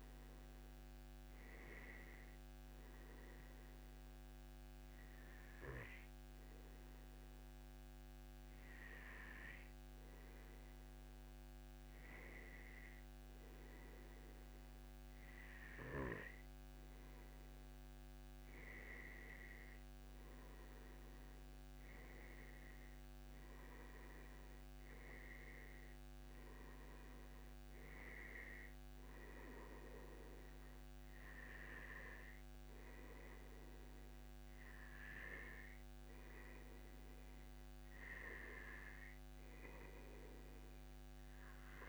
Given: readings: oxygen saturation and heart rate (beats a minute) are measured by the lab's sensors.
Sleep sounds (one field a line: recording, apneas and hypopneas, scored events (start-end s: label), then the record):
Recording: breathing in sleep by a microphone on the trachea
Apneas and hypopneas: none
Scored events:
none scored
From the record:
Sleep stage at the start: N2 (light sleep)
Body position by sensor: on the back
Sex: male